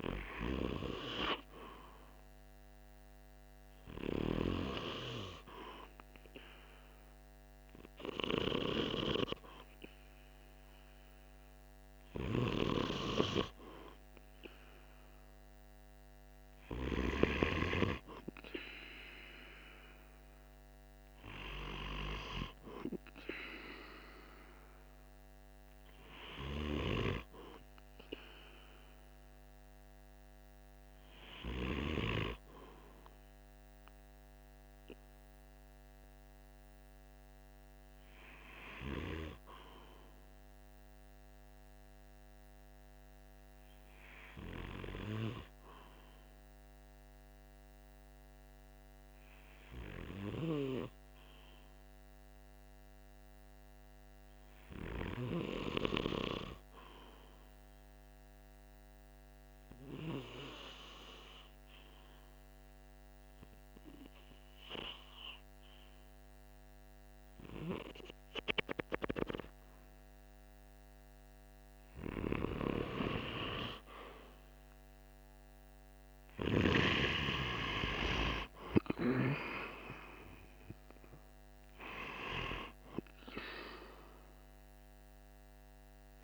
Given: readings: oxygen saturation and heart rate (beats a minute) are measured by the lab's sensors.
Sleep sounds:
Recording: breathing in sleep by a microphone on the trachea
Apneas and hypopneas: 1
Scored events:
4.50-21.50 s: oxygen desaturation (device-marked, oxygen 97% before, 94% lowest, heart rate 47 before, 45 extreme)
30.00-33.50 s: arousal
37.50-70.50 s: hypopnea (oxygen 96% before, 93% lowest, heart rate 47 before, 45 extreme, up 2 after)
73.50-78.00 s: arousal
From the record:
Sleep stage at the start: N2 (light sleep)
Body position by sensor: on the right side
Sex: male

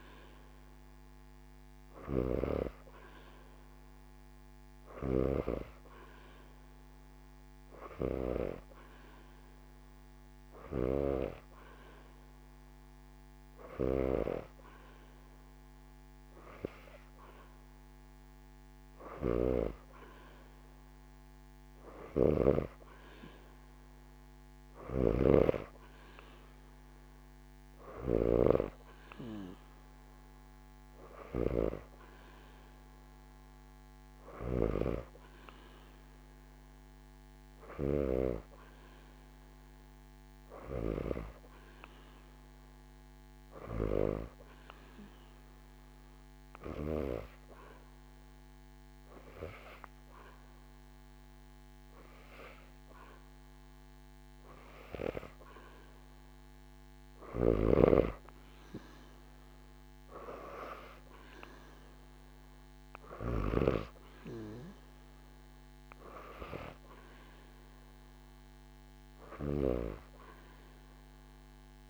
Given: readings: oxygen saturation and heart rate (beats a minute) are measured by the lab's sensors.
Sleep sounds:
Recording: breathing in sleep by a microphone on the trachea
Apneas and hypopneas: 1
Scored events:
0.00-10.50 s: snoring (device-marked)
18.50-22.00 s: snoring (device-marked)
24.00-46.50 s: snoring (device-marked)
44.50-57.00 s: hypopnea (oxygen 95% before, 92% lowest, heart rate 76 before, 74 extreme, up 1 after)
56.50-69.00 s: snoring (device-marked)
58.50-61.50 s: arousal
59.00-71.90 s: oxygen desaturation (device-marked, oxygen 95% before, 92% lowest, heart rate 76 before, 74 extreme)
From the record:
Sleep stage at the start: N2 (light sleep)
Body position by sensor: on the back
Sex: female

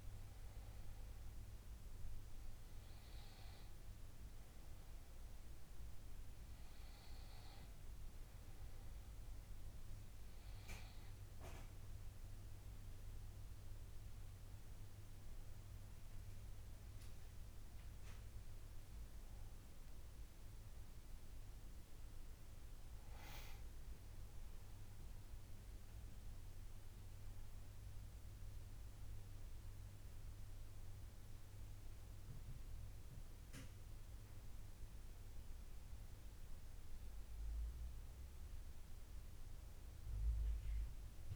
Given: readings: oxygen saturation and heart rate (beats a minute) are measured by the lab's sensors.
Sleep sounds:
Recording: breathing in sleep, hard to hear, by a room microphone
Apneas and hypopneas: none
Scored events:
none scored
From the record:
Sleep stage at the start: N2 (light sleep)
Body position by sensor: on the back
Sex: male

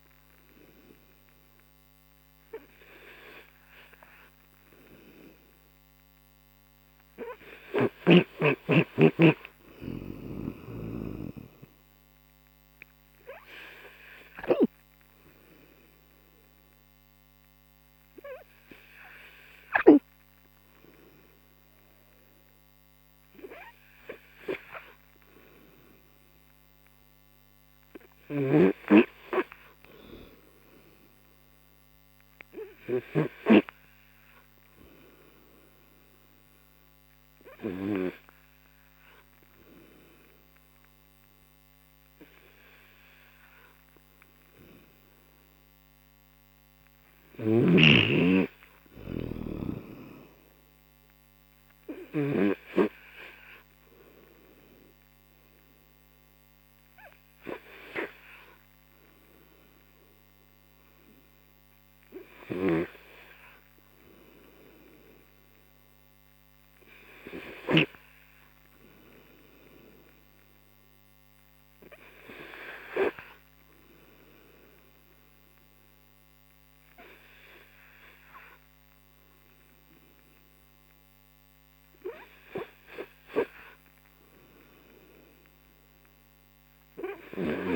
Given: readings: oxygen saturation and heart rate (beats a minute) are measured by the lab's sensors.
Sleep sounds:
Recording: breathing in sleep by a microphone on the trachea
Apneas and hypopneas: none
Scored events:
28.00-33.50 s: snoring (device-marked)
From the record:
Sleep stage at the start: N3 (deep sleep)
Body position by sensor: on the right side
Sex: male

